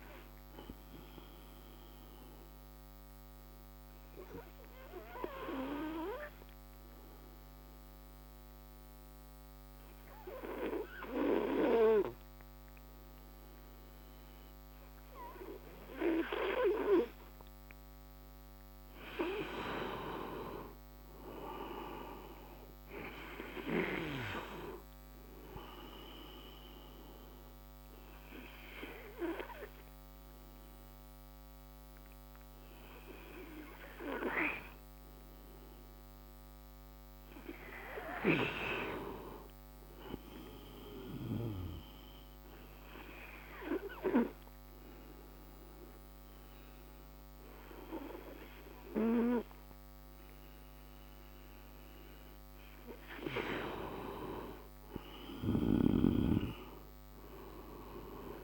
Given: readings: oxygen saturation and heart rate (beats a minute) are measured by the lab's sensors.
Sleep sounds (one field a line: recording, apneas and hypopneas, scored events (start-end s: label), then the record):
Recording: breathing in sleep by a microphone on the trachea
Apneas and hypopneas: 3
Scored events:
0.00-11.00 s: oxygen desaturation (device-marked, oxygen 90% lowest)
2.00-18.50 s: obstructive apnea (oxygen 98% before, 88% lowest)
18.00-37.00 s: oxygen desaturation (device-marked, oxygen 97% before, 88% lowest, heart rate 57 before, 57 extreme)
19.50-22.50 s: arousal
26.50-36.50 s: obstructive apnea (oxygen 97% before, 88% lowest, heart rate 49 before, 57 extreme, up 19 after)
37.50-41.00 s: arousal
43.00-53.50 s: obstructive apnea (oxygen 97% before, 89% lowest, heart rate 68 before, 37 extreme, up 3 after)
54.50-57.00 s: arousal
57.00-58.44 s: oxygen desaturation (device-marked, oxygen 96% before, 92% lowest, heart rate 70 before, 37 extreme)
From the record:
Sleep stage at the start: N2 (light sleep)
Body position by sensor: on the right side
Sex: male